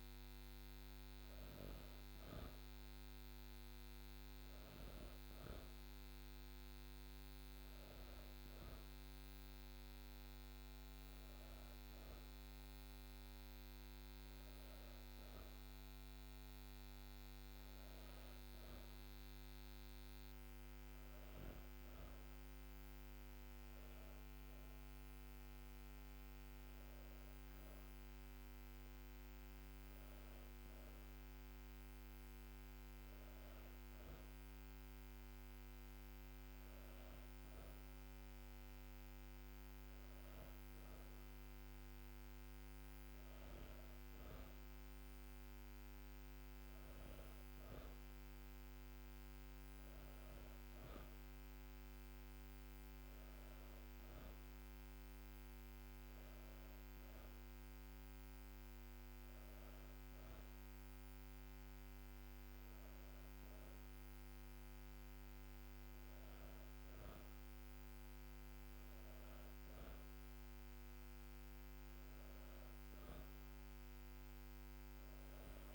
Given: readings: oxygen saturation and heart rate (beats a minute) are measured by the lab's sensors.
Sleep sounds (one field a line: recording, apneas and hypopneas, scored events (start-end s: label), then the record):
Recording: breathing in sleep, hard to hear, by a microphone on the trachea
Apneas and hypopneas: none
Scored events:
none scored
From the record:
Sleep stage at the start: N2 (light sleep)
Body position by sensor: on the back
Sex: female